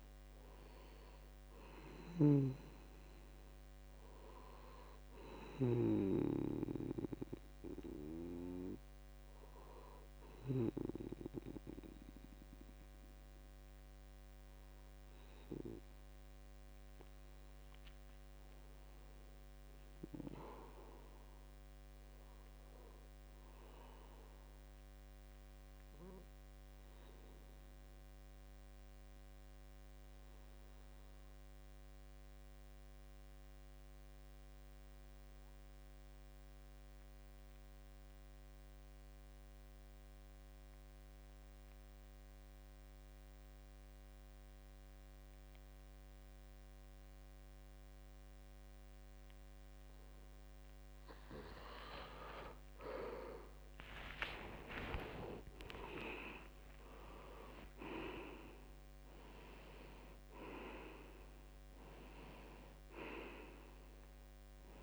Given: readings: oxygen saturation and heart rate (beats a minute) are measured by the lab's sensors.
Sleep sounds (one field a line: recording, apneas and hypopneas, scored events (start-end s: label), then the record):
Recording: breathing in sleep by a microphone on the trachea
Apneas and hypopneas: 1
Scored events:
0.00-17.00 s: oxygen desaturation (device-marked, oxygen 77% lowest, heart rate 64 extreme)
2.00-6.00 s: snoring (device-marked)
7.00-9.00 s: long interval between heartbeats (device-marked, heart rate 76 before, 67 extreme)
20.00-24.00 s: arousal
26.00-50.00 s: obstructive apnea (oxygen 98% before, 82% lowest, heart rate 68 before, 63 extreme, up 23 after)
43.00-64.83 s: oxygen desaturation (device-marked, oxygen 96% before, 82% lowest, heart rate 65 before, 63 extreme)
49.00-51.00 s: long interval between heartbeats (device-marked, heart rate 65 before, 63 extreme)
54.00-58.50 s: arousal
54.50-56.50 s: long interval between heartbeats (device-marked, heart rate 65 before, 77 extreme)
From the record:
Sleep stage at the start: N2 (light sleep)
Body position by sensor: on the back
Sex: male